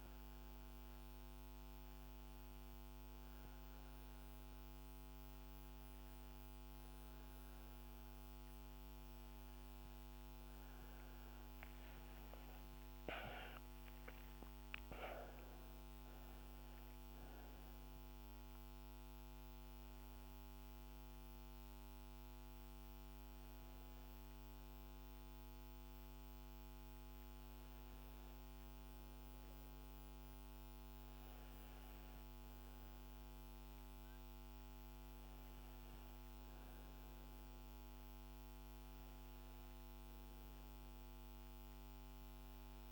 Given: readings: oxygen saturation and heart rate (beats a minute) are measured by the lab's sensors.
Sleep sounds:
breathing in sleep, hard to hear, by a microphone on the trachea; none
12.00-16.00 s: arousal
From the record:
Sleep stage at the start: N1 (lightest sleep); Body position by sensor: on the back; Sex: female

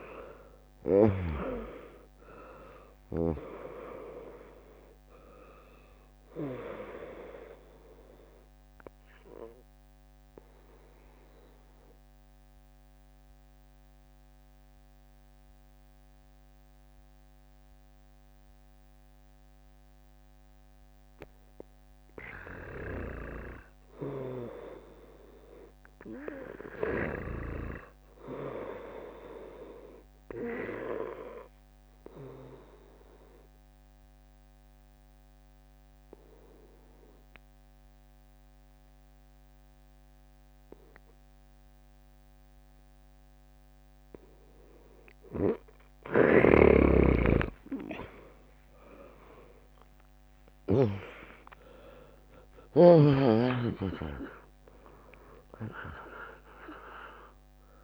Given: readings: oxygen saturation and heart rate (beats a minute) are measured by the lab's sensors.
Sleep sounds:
breathing in sleep by a microphone on the trachea; 2
0.00-2.00 s: arousal
0.00-18.00 s: drop in pulse transit time (device-marked, heart rate 64 before, 67 extreme)
1.00-23.00 s: oxygen desaturation (device-marked, oxygen 99% before, 95% lowest, heart rate 63 before, 56 extreme)
9.00-20.50 s: obstructive apnea (oxygen 99% before, 95% lowest, heart rate 68 before, 56 extreme)
19.00-27.00 s: bradycardia (device-marked, heart rate 75 before, 56 extreme)
23.00-26.00 s: arousal
32.00-44.00 s: obstructive apnea (oxygen 100% before, 95% lowest, heart rate 67 before, 60 extreme, up 6 after)
46.50-50.00 s: arousal
53.00-57.84 s: drop in pulse transit time (device-marked, heart rate 63 before, 78 extreme)
54.00-57.84 s: oxygen desaturation (device-marked, oxygen 98% before, 95% lowest, heart rate 63 before, 55 extreme)
From the record:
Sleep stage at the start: N2 (light sleep); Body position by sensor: on the right side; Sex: female

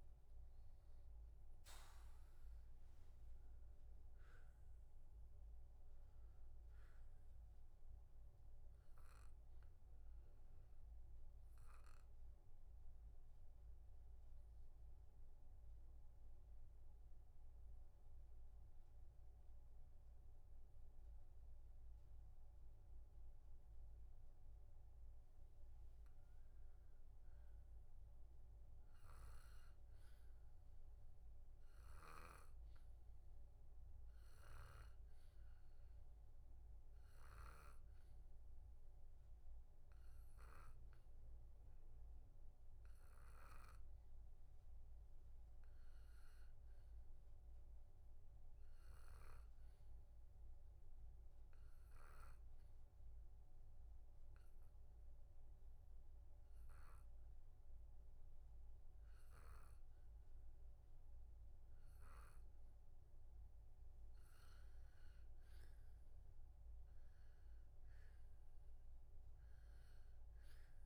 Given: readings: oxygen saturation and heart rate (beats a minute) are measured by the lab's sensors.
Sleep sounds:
breathing in sleep by a room microphone; 2
2.00-22.00 s: oxygen desaturation (device-marked, oxygen 97% before, 92% lowest, heart rate 64 before, 61 extreme)
9.50-24.50 s: obstructive apnea (oxygen 97% before, 92% lowest, heart rate 65 before, 61 extreme, up 4 after)
27.50-32.00 s: arousal
49.50-63.00 s: obstructive apnea (oxygen 96% before, 93% lowest, heart rate 64 before, 63 extreme, up 3 after)
66.00-69.00 s: arousal
From the record:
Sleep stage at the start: N2 (light sleep); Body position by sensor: on the back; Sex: male

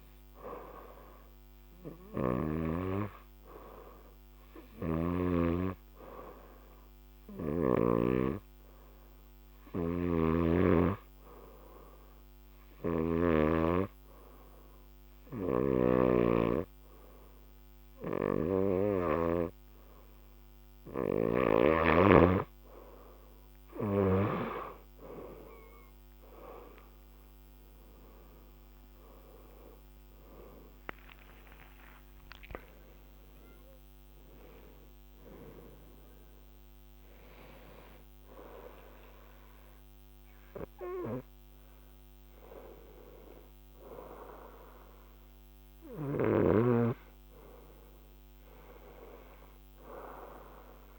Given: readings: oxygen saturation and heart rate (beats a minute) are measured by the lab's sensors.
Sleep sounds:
breathing in sleep by a microphone on the trachea; 1
0.00-2.50 s: snoring (device-marked)
8.50-22.00 s: hypopnea (oxygen 96% before, 90% lowest, heart rate 75 before, 70 extreme, up 6 after)
9.50-13.00 s: snoring (device-marked)
15.00-21.50 s: snoring (device-marked)
21.00-45.00 s: oxygen desaturation (device-marked, oxygen 94% before, 90% lowest, heart rate 76 before, 70 extreme)
23.50-28.00 s: arousal
From the record:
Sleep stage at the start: N2 (light sleep); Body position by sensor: on the right side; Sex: female

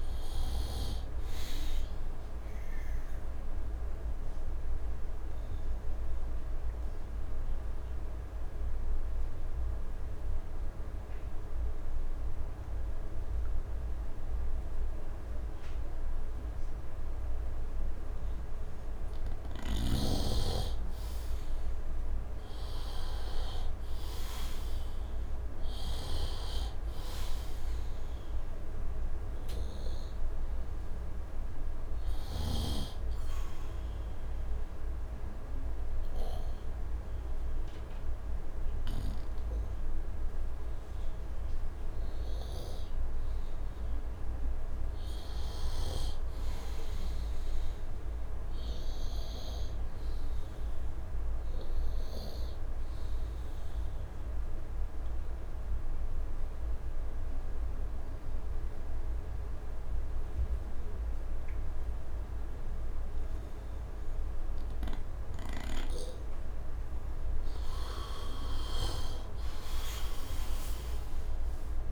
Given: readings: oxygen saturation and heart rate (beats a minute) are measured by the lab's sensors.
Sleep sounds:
breathing in sleep by a room microphone; 3
0.00-1.00 s: snoring (device-marked)
3.00-19.00 s: obstructive apnea (oxygen 99% before, 85% lowest, heart rate 74 before, 75 extreme, up 7 after)
7.50-45.50 s: oxygen desaturation (device-marked, oxygen 98% before, 85% lowest, heart rate 74 before, 75 extreme)
20.50-24.00 s: arousal
26.00-32.50 s: snoring (device-marked)
33.00-43.00 s: obstructive apnea (oxygen 98% before, 85% lowest, heart rate 79 before, 75 extreme, up 4 after)
45.00-48.00 s: arousal
50.50-67.00 s: obstructive apnea (oxygen 98% before, 83% lowest, heart rate 78 before, 71 extreme, up 7 after)
68.50-71.92 s: arousal
69.50-71.92 s: oxygen desaturation (device-marked, oxygen 96% before, 85% lowest, heart rate 78 before, 71 extreme)
From the record:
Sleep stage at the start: N2 (light sleep); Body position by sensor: on the right side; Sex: male

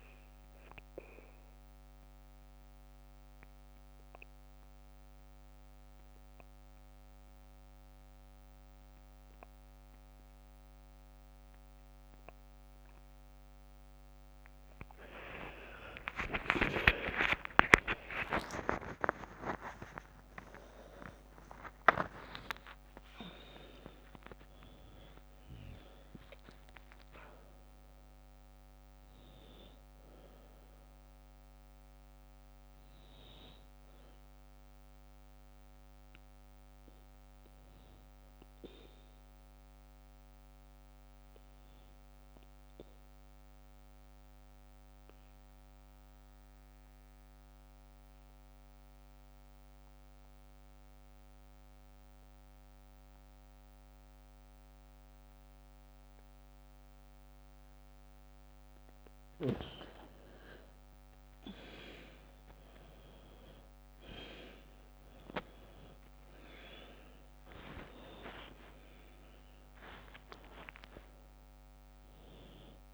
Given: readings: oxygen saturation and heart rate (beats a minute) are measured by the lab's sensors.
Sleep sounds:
breathing in sleep by a microphone on the trachea; 2
1.00-14.00 s: obstructive apnea (oxygen 98% before, 87% lowest, heart rate 63 before, 56 extreme, up 3 after)
11.50-44.50 s: oxygen desaturation (device-marked, oxygen 98% before, 87% lowest, heart rate 65 before, 56 extreme)
16.50-21.50 s: arousal
43.00-59.00 s: obstructive apnea (oxygen 96% before, 84% lowest, heart rate 63 before, 59 extreme, up 11 after)
60.50-66.50 s: arousal
62.50-72.94 s: oxygen desaturation (device-marked, oxygen 99% before, 89% lowest, heart rate 62 before, 58 extreme)
From the record:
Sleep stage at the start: N2 (light sleep); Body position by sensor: on the back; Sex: female

